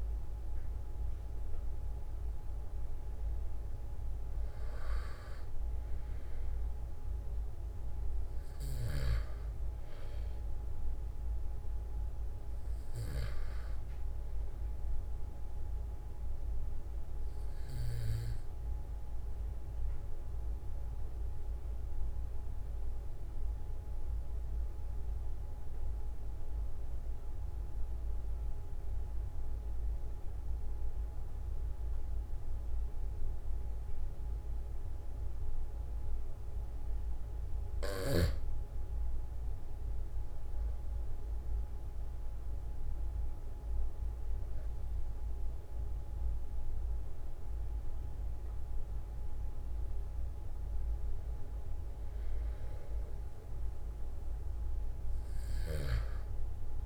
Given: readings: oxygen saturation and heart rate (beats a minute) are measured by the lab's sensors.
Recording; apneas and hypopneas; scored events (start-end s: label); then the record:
breathing in sleep, hard to hear, by a room microphone; 1
0.00-1.50 s: arousal
6.00-29.00 s: oxygen desaturation (device-marked, oxygen 96% before, 92% lowest, heart rate 45 before, 41 extreme)
8.50-13.50 s: snoring (device-marked)
20.00-37.00 s: obstructive apnea (oxygen 96% before, 92% lowest, heart rate 44 before, 41 extreme, up 4 after)
39.50-44.00 s: arousal
48.00-56.86 s: oxygen desaturation (device-marked, oxygen 96% before, 92% lowest, heart rate 44 before, 41 extreme)
From the record:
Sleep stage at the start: N2 (light sleep); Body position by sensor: on the back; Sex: male